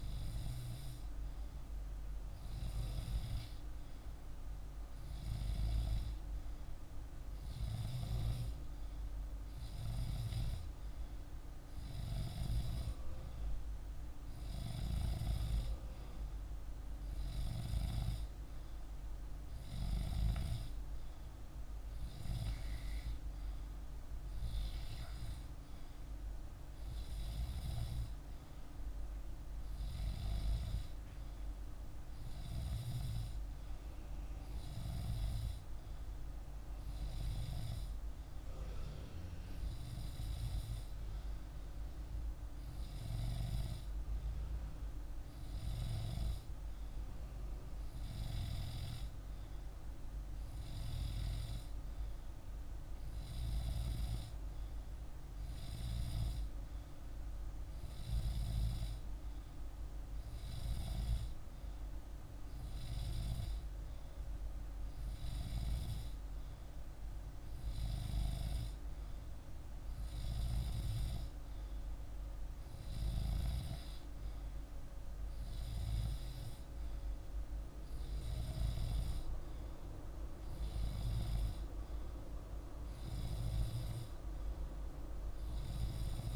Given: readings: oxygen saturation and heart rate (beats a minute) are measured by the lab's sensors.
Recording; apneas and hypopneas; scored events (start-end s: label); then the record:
breathing in sleep by a room microphone; none
none scored
From the record:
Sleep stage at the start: N2 (light sleep); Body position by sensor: on the back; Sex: male